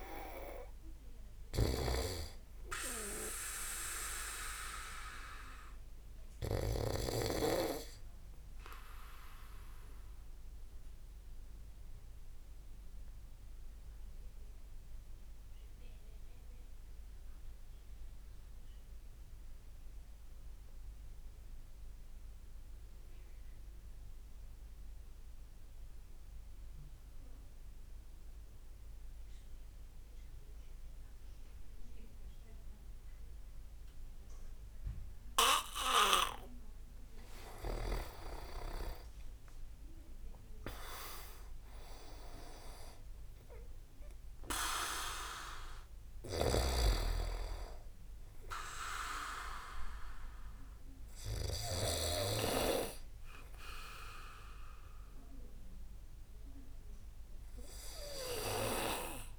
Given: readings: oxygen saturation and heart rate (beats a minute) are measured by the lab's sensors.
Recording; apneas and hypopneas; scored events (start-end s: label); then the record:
breathing in sleep by a room microphone; 1
0.00-3.00 s: oxygen desaturation (device-marked, oxygen 92% lowest)
0.00-12.00 s: tachycardia (device-marked)
1.50-7.00 s: snoring (device-marked)
10.50-35.50 s: obstructive apnea (oxygen 98% before, 92% lowest)
38.00-41.00 s: arousal
38.00-55.00 s: oxygen desaturation (device-marked, oxygen 99% before, 93% lowest)
55.50-59.39 s: arousal
From the record:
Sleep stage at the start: N2 (light sleep); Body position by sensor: on the back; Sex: male